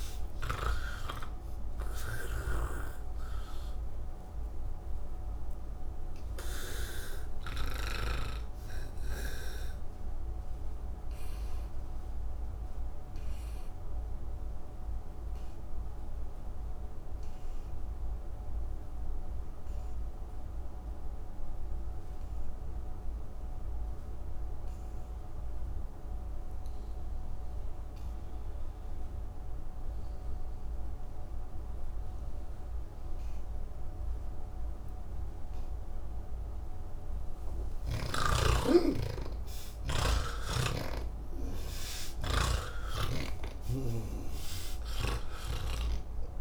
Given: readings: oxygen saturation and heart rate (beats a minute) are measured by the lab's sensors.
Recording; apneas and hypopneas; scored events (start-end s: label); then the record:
breathing in sleep by a room microphone; 1
0.00-16.00 s: oxygen desaturation (device-marked, oxygen 84% lowest, heart rate 158 extreme)
11.50-37.50 s: obstructive apnea (oxygen 98% before, 83% lowest, heart rate 183 before, 158 extreme, up 51 after)
15.00-46.41 s: new sleep stage, N3 (deep sleep)
32.00-46.41 s: oxygen desaturation (device-marked, oxygen 99% before, 83% lowest, heart rate 191 before, 150 extreme)
42.50-46.00 s: snoring (device-marked)
From the record:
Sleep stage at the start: N2 (light sleep); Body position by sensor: on the back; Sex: male